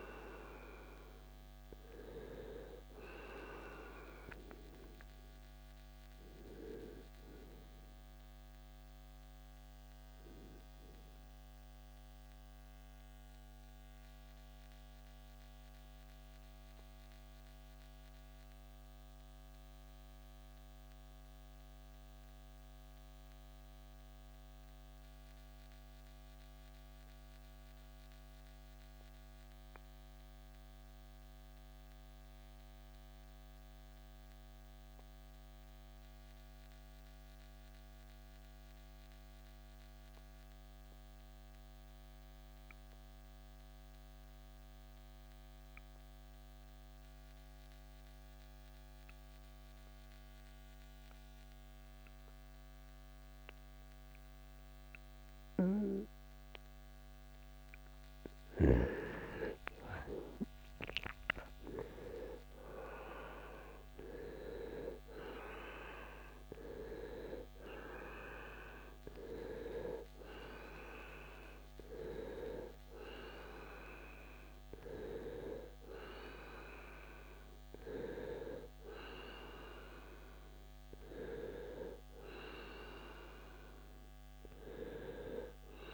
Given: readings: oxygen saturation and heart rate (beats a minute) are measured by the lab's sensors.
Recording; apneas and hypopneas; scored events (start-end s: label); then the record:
breathing in sleep by a microphone on the trachea; 1
0.00-17.00 s: oxygen desaturation (device-marked, oxygen 77% lowest, heart rate 50 extreme)
13.00-58.00 s: mixed apnea (oxygen 93% before, 77% lowest, heart rate 80 before, 54 extreme, up 14 after)
48.00-85.94 s: oxygen desaturation (device-marked, oxygen 98% before, 78% lowest, heart rate 70 before, 54 extreme)
59.50-64.00 s: arousal
61.00-85.94 s: new sleep stage, N1 (lightest sleep)
From the record:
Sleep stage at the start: N2 (light sleep); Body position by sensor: on the right side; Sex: male